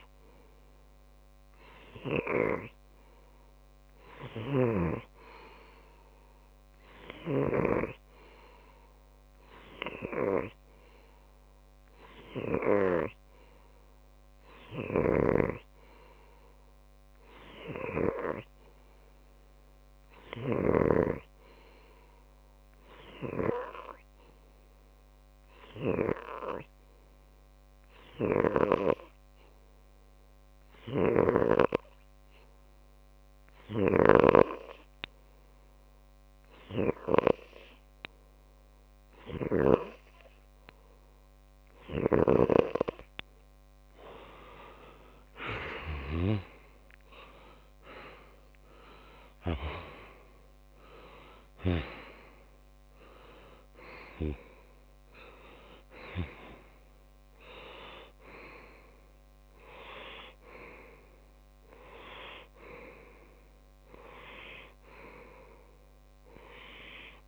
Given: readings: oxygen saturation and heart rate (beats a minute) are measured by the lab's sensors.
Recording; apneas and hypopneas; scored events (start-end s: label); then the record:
breathing in sleep by a microphone on the trachea; 1
4.50-8.00 s: snoring (device-marked)
11.50-41.50 s: obstructive apnea (oxygen 97% before, 93% lowest)
45.00-48.50 s: arousal
From the record:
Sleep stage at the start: N2 (light sleep); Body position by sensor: on the left side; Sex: male